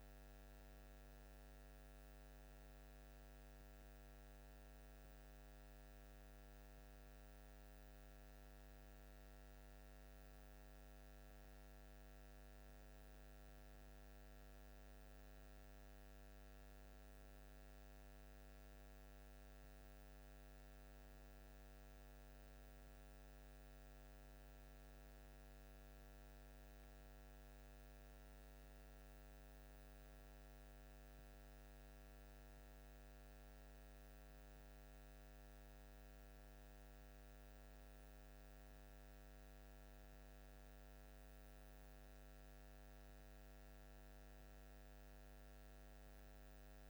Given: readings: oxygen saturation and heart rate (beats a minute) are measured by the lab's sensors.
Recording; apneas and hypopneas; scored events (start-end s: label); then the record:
breathing in sleep, hard to hear, by a microphone on the trachea; none
none scored
From the record:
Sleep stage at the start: N1 (lightest sleep); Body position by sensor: on the back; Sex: male